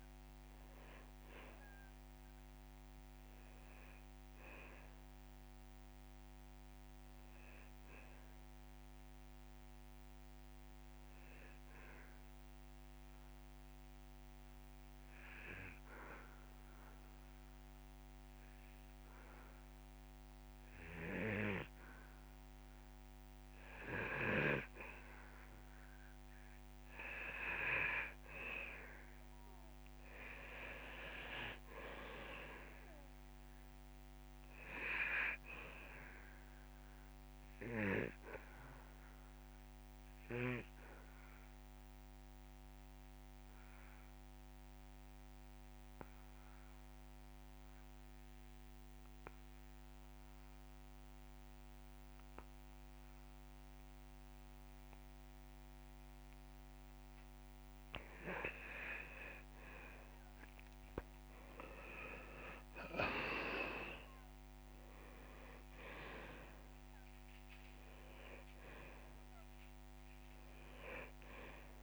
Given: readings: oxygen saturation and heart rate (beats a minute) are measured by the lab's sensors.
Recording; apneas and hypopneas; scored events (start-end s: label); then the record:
breathing in sleep by a microphone on the trachea; 2
3.00-6.00 s: arousal
10.00-23.00 s: obstructive apnea (oxygen 98% before, 91% lowest)
28.50-32.50 s: arousal
35.00-66.00 s: oxygen desaturation (device-marked, oxygen 97% before, 91% lowest)
39.50-58.00 s: obstructive apnea (oxygen 98% before, 91% lowest)
61.50-65.00 s: arousal
From the record:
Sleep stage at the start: N2 (light sleep); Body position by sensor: on the back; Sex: male